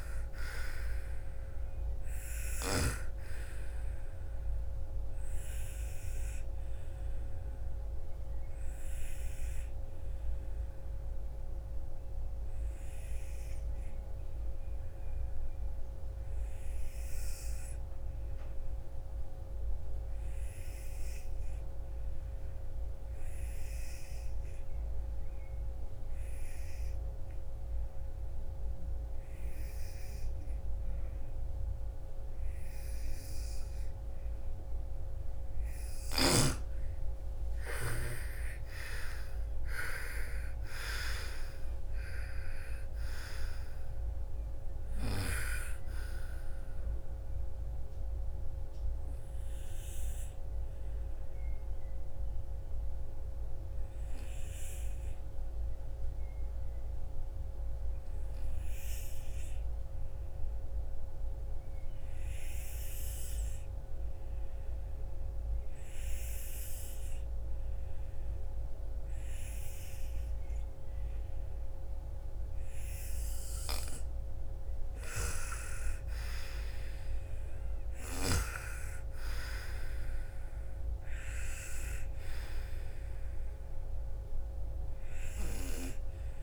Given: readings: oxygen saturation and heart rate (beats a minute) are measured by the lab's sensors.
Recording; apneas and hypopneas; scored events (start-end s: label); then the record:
breathing in sleep by a room microphone; 2
0.00-1.50 s: arousal
0.00-2.00 s: snoring (device-marked)
1.50-15.50 s: oxygen desaturation (device-marked, oxygen 98% before, 87% lowest, heart rate 49 before, 38 extreme)
3.50-33.50 s: obstructive apnea (oxygen 98% before, 82% lowest, heart rate 50 before, 38 extreme, up 21 after)
27.50-58.50 s: oxygen desaturation (device-marked, oxygen 98% before, 82% lowest, heart rate 53 before, 39 extreme)
36.50-40.50 s: arousal
46.50-72.50 s: obstructive apnea (oxygen 98% before, 82% lowest, heart rate 50 before, 40 extreme, up 27 after)
70.50-86.43 s: oxygen desaturation (device-marked, oxygen 99% before, 87% lowest, heart rate 52 before, 53 extreme)
74.00-78.50 s: arousal
From the record:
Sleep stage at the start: N2 (light sleep); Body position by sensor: on the right side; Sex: female